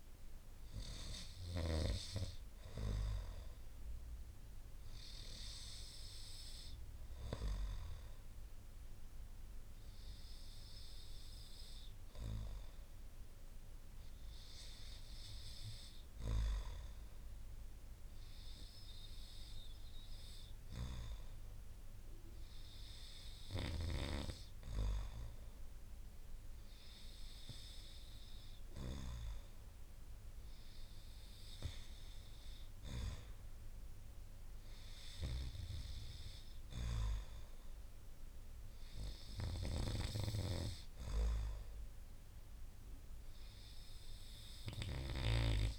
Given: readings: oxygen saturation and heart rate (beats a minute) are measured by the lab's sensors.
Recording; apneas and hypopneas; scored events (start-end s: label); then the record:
breathing in sleep by a room microphone; 1
10.00-28.50 s: hypopnea (oxygen 95% before, 94% lowest)
29.50-33.00 s: arousal
39.50-45.50 s: snoring (device-marked)
From the record:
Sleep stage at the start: N2 (light sleep); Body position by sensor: on the right side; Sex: male